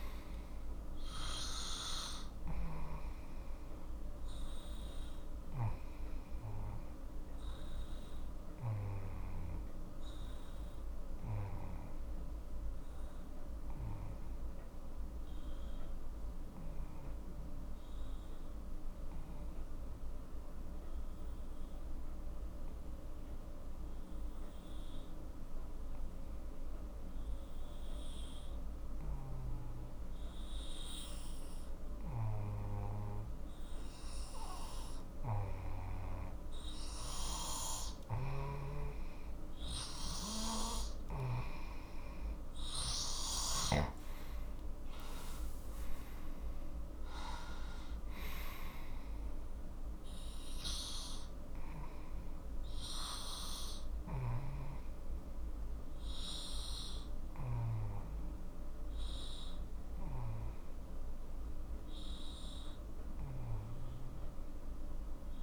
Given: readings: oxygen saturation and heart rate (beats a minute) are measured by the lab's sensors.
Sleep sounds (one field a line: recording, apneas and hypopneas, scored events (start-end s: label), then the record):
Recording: breathing in sleep by a room microphone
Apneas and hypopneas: 1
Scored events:
2.50-41.50 s: obstructive apnea (oxygen 98% before, 92% lowest, heart rate 51 before, 39 extreme, up 8 after)
32.50-65.43 s: oxygen desaturation (device-marked, oxygen 97% before, 92% lowest, heart rate 44 before, 40 extreme)
44.50-49.00 s: arousal
From the record:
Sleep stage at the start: N2 (light sleep)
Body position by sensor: on the left side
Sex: male